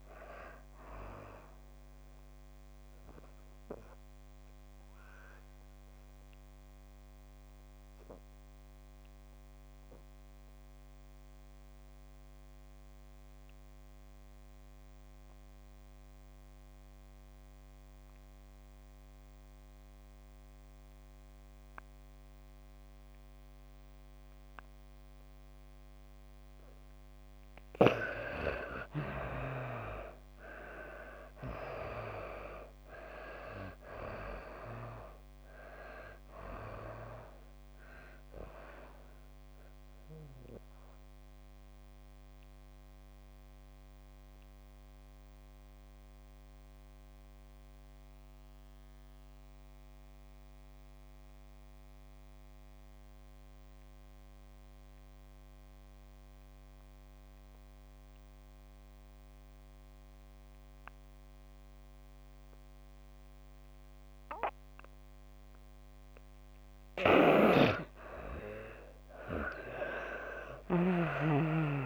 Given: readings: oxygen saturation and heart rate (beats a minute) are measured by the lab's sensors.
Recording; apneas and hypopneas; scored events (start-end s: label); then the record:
breathing in sleep by a microphone on the trachea; 2
0.00-17.00 s: oxygen desaturation (device-marked, oxygen 77% lowest, heart rate 109 extreme)
1.00-26.00 s: mixed apnea (oxygen 99% before, 76% lowest, heart rate 136 before, 110 extreme, up 38 after)
24.00-56.00 s: oxygen desaturation (device-marked, oxygen 97% before, 76% lowest, heart rate 141 before, 128 extreme)
28.00-32.50 s: arousal
37.50-66.00 s: mixed apnea (oxygen 97% before, 75% lowest, heart rate 135 before, 128 extreme, up 20 after)
67.50-71.00 s: arousal
68.00-71.86 s: oxygen desaturation (device-marked, oxygen 98% before, 75% lowest, heart rate 150 before, 107 extreme)
From the record:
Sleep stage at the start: N2 (light sleep); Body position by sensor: on the back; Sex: female